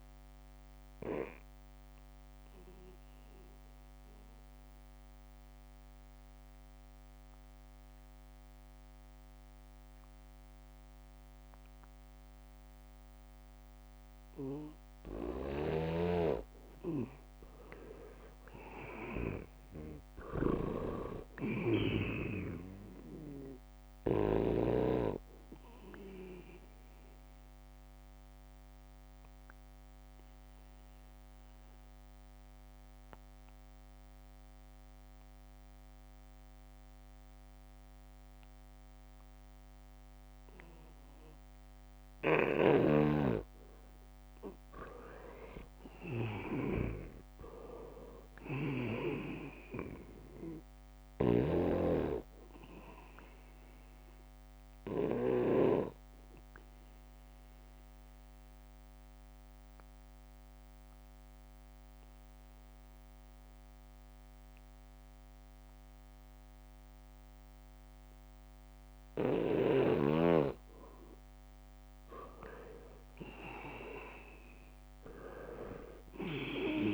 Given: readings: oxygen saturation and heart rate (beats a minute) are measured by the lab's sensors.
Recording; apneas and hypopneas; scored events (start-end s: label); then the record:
breathing in sleep by a microphone on the trachea; 3
0.00-9.00 s: oxygen desaturation (device-marked, oxygen 84% lowest, heart rate 75 extreme)
0.50-16.00 s: obstructive apnea (oxygen 98% before, 83% lowest, heart rate 77 before, 75 extreme, up 0 after)
16.00-25.00 s: snoring (device-marked)
18.00-22.00 s: arousal
20.00-37.00 s: oxygen desaturation (device-marked, oxygen 98% before, 83% lowest, heart rate 80 before, 76 extreme)
27.50-41.50 s: obstructive apnea (oxygen 98% before, 83% lowest, heart rate 79 before, 76 extreme, up 0 after)
43.00-47.00 s: snoring (device-marked)
44.00-48.00 s: arousal
47.00-66.00 s: oxygen desaturation (device-marked, oxygen 98% before, 84% lowest, heart rate 79 before, 77 extreme)
51.50-56.50 s: snoring (device-marked)
59.00-71.50 s: obstructive apnea (oxygen 98% before, 83% lowest, heart rate 79 before, 77 extreme)
73.50-76.94 s: arousal
75.00-76.94 s: oxygen desaturation (device-marked, oxygen 98% before, 84% lowest, heart rate 80 before, 76 extreme)
From the record:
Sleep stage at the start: N2 (light sleep); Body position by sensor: on the back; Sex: male